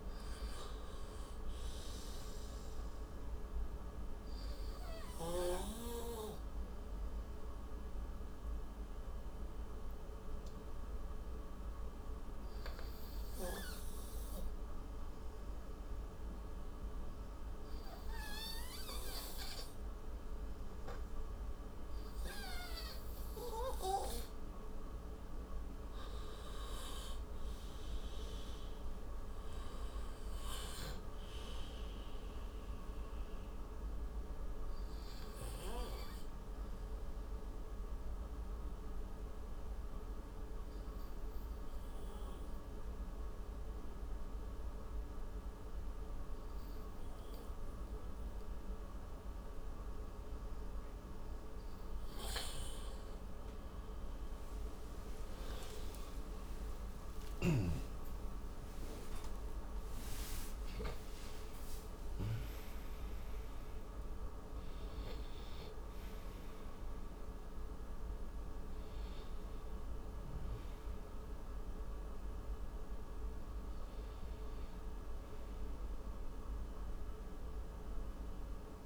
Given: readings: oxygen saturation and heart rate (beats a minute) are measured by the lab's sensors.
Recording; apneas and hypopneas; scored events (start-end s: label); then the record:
a person partly awake in a sleep study, by a room microphone; 2
1.50-21.50 s: oxygen desaturation (device-marked, oxygen 98% before, 92% lowest)
4.50-23.00 s: obstructive apnea (oxygen 98% before, 92% lowest)
26.50-29.50 s: arousal
31.50-33.50 s: oxygen desaturation (device-marked, oxygen 97% before, 93% lowest)
37.00-53.00 s: obstructive apnea (oxygen 97% before, 92% lowest)
52.50-78.86 s: new sleep stage, awake
55.50-59.50 s: snoring (device-marked)
57.50-78.86 s: tachycardia (device-marked)
From the record:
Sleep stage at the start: N2 (light sleep); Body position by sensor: on the right side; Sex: male